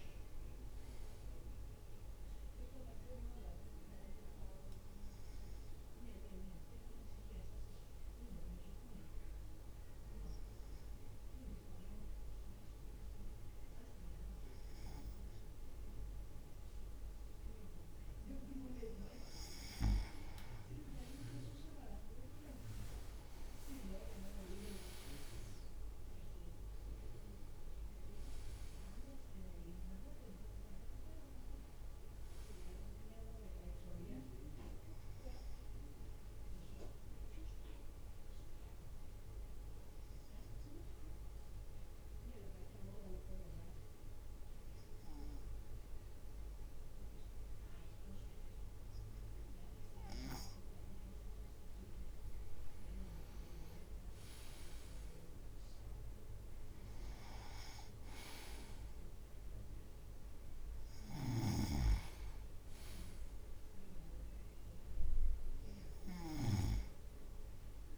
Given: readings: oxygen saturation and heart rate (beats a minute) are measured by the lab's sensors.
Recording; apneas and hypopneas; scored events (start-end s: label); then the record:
breathing in sleep by a room microphone; 2
0.00-3.00 s: drop in pulse transit time (device-marked, heart rate 57 extreme)
5.50-18.00 s: obstructive apnea (oxygen 98% before, 96% lowest, heart rate 58 before, 54 extreme, up 5 after)
21.00-22.50 s: leg movement (device-marked)
22.50-26.50 s: leg movement (device-marked)
23.00-28.00 s: arousal
23.00-36.00 s: drop in pulse transit time (device-marked, heart rate 56 before, 55 extreme)
37.50-52.00 s: obstructive apnea (oxygen 98% before, 96% lowest, heart rate 58 before, 52 extreme, up 3 after)
51.50-53.00 s: leg movement (device-marked)
53.00-65.00 s: drop in pulse transit time (device-marked, heart rate 56 before, 53 extreme)
53.50-56.50 s: arousal
61.50-67.00 s: snoring (device-marked)
From the record:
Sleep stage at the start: N2 (light sleep); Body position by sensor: on the right side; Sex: male